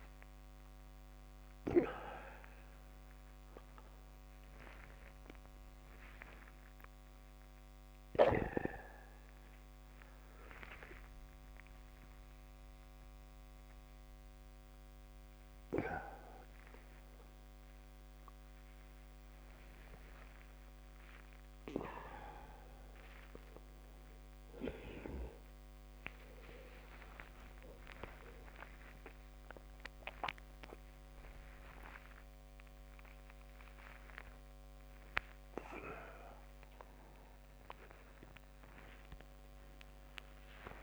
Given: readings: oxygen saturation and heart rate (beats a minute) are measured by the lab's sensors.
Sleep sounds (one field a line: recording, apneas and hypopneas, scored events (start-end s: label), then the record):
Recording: a person awake in a sleep study, by a microphone on the trachea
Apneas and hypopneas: none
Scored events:
0.00-2.00 s: long interval between heartbeats (device-marked)
10.50-12.50 s: long interval between heartbeats (device-marked)
19.50-21.50 s: long interval between heartbeats (device-marked)
29.50-31.50 s: long interval between heartbeats (device-marked)
37.00-40.83 s: drop in pulse transit time (device-marked, heart rate 37 before, 92 extreme)
38.50-40.50 s: long interval between heartbeats (device-marked, heart rate 41 before, 114 extreme)
From the record:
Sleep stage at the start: awake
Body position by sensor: on the back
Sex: male